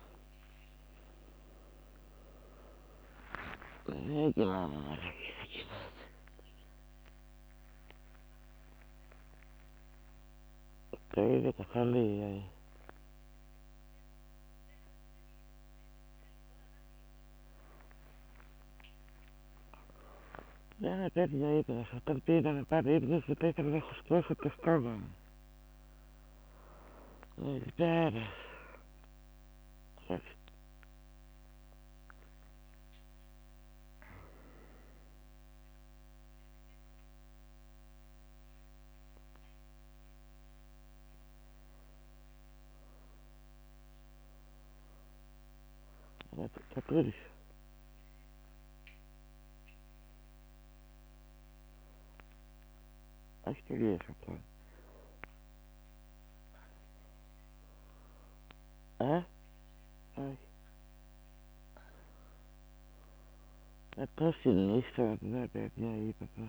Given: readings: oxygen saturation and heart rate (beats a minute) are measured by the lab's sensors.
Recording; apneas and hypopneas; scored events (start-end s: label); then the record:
a person awake in a sleep study, by a microphone on the trachea; none
0.00-1.00 s: long interval between heartbeats (device-marked, heart rate 195 extreme)
0.00-2.50 s: leg movement (device-marked)
0.00-3.00 s: tachycardia (device-marked, heart rate 196 extreme)
3.50-5.50 s: long interval between heartbeats (device-marked, heart rate 128 before, 140 extreme)
16.00-18.00 s: long interval between heartbeats (device-marked, heart rate 127 before, 100 extreme)
19.00-26.00 s: tachycardia (device-marked, heart rate 79 before, 111 extreme)
22.50-24.50 s: long interval between heartbeats (device-marked, heart rate 103 before, 108 extreme)
32.50-34.50 s: long interval between heartbeats (device-marked, heart rate 98 before, 99 extreme)
36.50-40.50 s: leg movement (device-marked)
41.50-46.00 s: leg movement (device-marked)
48.50-57.50 s: leg movement (device-marked)
52.00-60.00 s: oxygen desaturation (device-marked, oxygen 99% before, 96% lowest, heart rate 83 before, 76 extreme)
64.50-66.49 s: leg movement (device-marked)
From the record:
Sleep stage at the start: awake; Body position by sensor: on the back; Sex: female